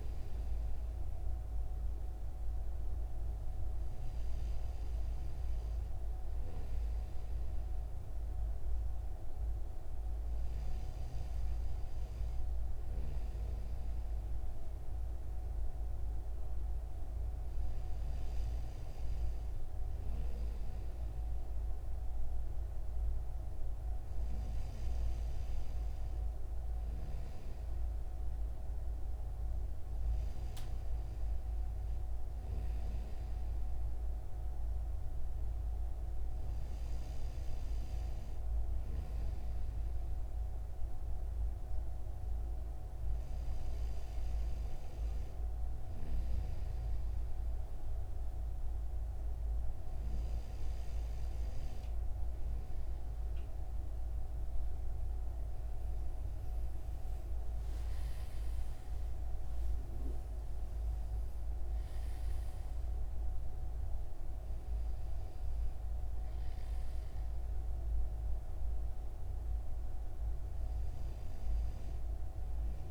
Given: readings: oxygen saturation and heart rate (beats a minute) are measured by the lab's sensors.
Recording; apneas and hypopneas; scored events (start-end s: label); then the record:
breathing in sleep, hard to hear, by a room microphone; none
53.00-58.00 s: arousal
From the record:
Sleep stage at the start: N2 (light sleep); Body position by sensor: on the right side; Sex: male